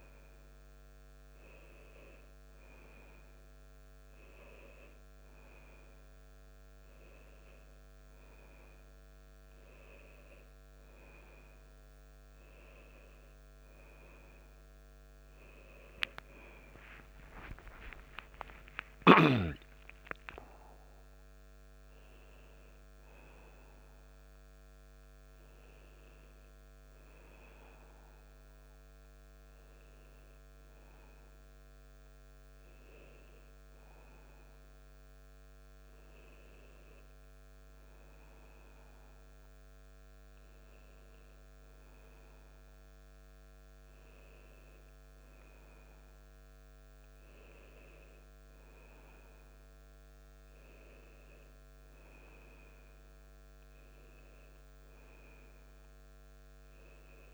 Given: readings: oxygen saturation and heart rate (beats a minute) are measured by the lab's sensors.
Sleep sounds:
a person awake in a sleep study, by a microphone on the trachea; none
none scored
From the record:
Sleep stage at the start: awake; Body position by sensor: on the back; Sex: male

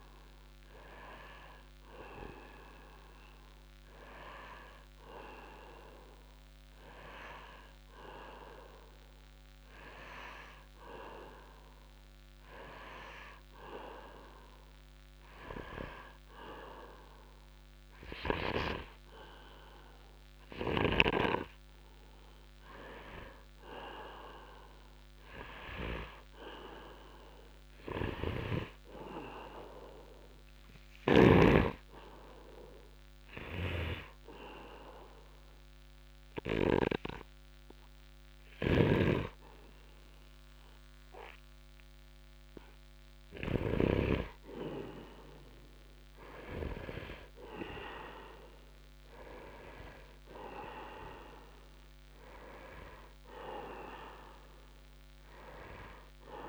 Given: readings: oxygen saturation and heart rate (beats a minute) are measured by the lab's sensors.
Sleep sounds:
breathing in sleep by a microphone on the trachea; 1
20.00-47.00 s: oxygen desaturation (device-marked, oxygen 98% before, 91% lowest, heart rate 70 before, 64 extreme)
26.50-30.50 s: arousal
33.00-44.50 s: hypopnea (oxygen 98% before, 84% lowest, heart rate 67 before, 65 extreme, up 1 after)
38.00-56.49 s: new sleep stage, N2 (light sleep)
38.50-44.00 s: snoring (device-marked)
47.00-51.50 s: arousal
53.00-56.49 s: oxygen desaturation (device-marked, oxygen 95% before, 89% lowest, heart rate 66 before, 62 extreme)
From the record:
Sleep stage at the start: N1 (lightest sleep); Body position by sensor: upright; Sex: male

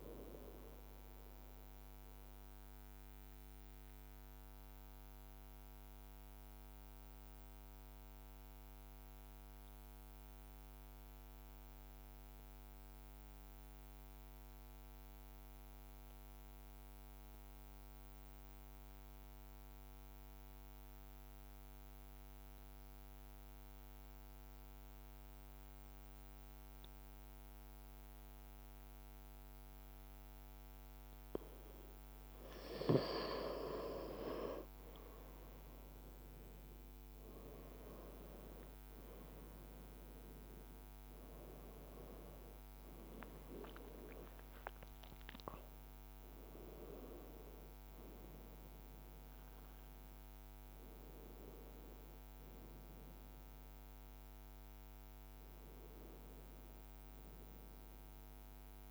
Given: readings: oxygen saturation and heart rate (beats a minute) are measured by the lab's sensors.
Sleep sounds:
breathing in sleep by a microphone on the trachea; 1
1.50-31.00 s: obstructive apnea (oxygen 98% before, 94% lowest, heart rate 57 before, 52 extreme, up 6 after)
10.00-13.00 s: leg movement (device-marked)
26.50-50.50 s: oxygen desaturation (device-marked, oxygen 98% before, 95% lowest, heart rate 53 before, 53 extreme)
34.00-38.50 s: arousal
43.00-44.00 s: leg movement (device-marked)
46.50-58.91 s: new sleep stage, N1 (lightest sleep)
From the record:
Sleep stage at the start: N2 (light sleep); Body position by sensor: on the right side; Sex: male

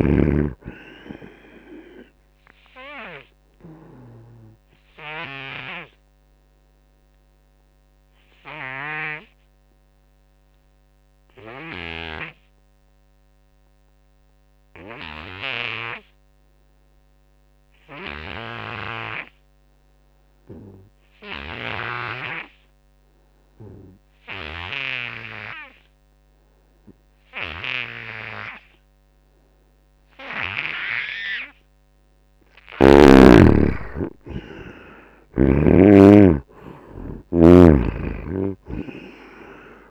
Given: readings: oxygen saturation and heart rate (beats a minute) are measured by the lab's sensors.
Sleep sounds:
breathing in sleep by a microphone on the trachea; 1
0.00-20.00 s: oxygen desaturation (device-marked, oxygen 75% lowest, heart rate 74 extreme)
5.00-31.50 s: obstructive apnea (oxygen 98% before, 74% lowest, heart rate 79 before, 75 extreme, up 11 after)
22.00-39.91 s: oxygen desaturation (device-marked, oxygen 98% before, 74% lowest, heart rate 85 before, 67 extreme)
33.00-37.00 s: arousal
37.50-39.91 s: snoring (device-marked)
From the record:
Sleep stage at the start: N2 (light sleep); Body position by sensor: on the front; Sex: male

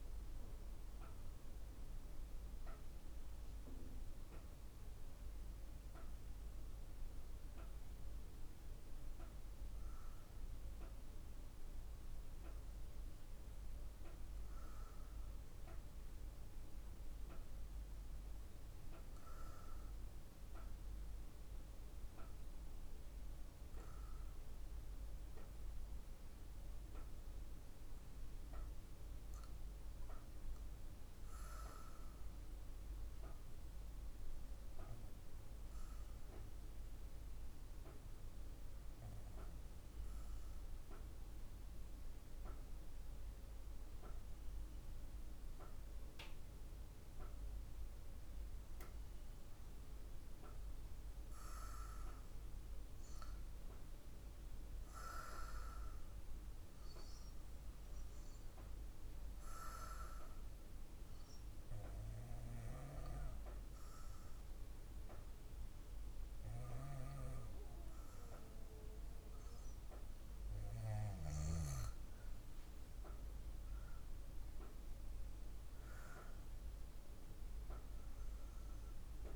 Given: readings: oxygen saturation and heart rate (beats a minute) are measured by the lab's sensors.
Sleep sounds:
breathing in sleep by a room microphone; 1
24.00-50.00 s: obstructive apnea (oxygen 100% before, 94% lowest, heart rate 57 before, 55 extreme, up 0 after)
54.00-58.50 s: arousal
62.00-79.00 s: oxygen desaturation (device-marked, oxygen 97% before, 94% lowest, heart rate 56 before, 55 extreme)
From the record:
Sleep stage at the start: REM sleep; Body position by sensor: on the back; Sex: female

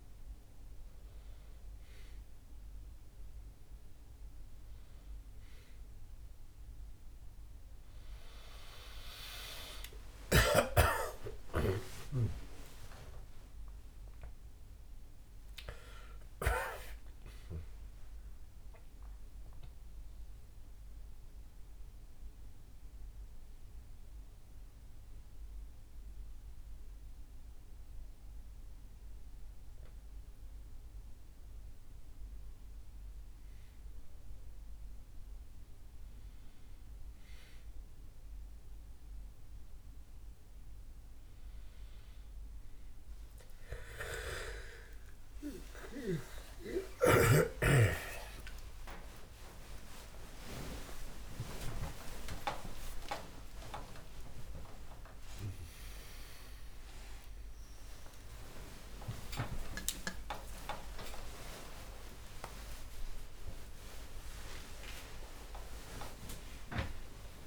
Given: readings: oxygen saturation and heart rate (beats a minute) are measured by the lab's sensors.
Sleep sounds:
a person awake in a sleep study, by a room microphone; 1
11.00-15.50 s: arousal
18.00-30.50 s: central apnea (oxygen 95% before, 93% lowest, heart rate 77 before, 69 extreme)
30.00-67.47 s: new sleep stage, awake
46.00-58.00 s: oxygen desaturation (device-marked, oxygen 98% before, 94% lowest, heart rate 73 before, 73 extreme)
From the record:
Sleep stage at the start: N1 (lightest sleep); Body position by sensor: on the back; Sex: male

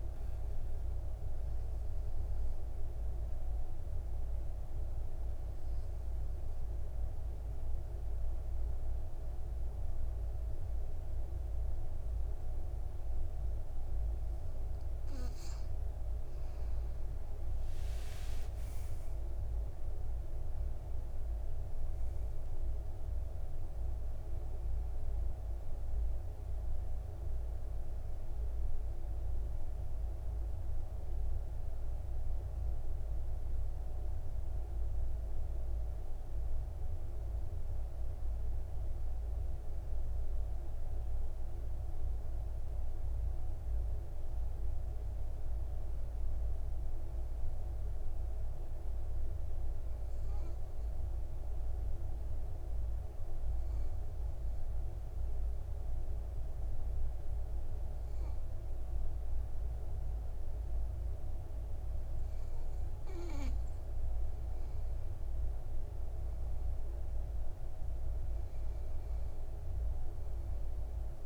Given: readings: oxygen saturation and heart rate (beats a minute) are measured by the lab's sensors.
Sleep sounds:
breathing in sleep, hard to hear, by a room microphone; 3
0.00-4.00 s: oxygen desaturation (device-marked, oxygen 92% lowest, heart rate 54 extreme)
0.50-15.50 s: obstructive apnea (oxygen 98% before, 91% lowest, heart rate 61 before, 55 extreme, up 13 after)
17.50-22.00 s: arousal
20.00-38.00 s: oxygen desaturation (device-marked, oxygen 97% before, 91% lowest, heart rate 59 before, 52 extreme)
32.50-43.00 s: obstructive apnea (oxygen 97% before, 91% lowest, heart rate 63 before, 52 extreme, up 6 after)
45.00-48.00 s: arousal
51.00-63.00 s: obstructive apnea (oxygen 99% before, 92% lowest, heart rate 56 before, 53 extreme, up 14 after)
65.00-69.00 s: arousal
From the record:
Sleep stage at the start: N2 (light sleep); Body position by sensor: on the back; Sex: male

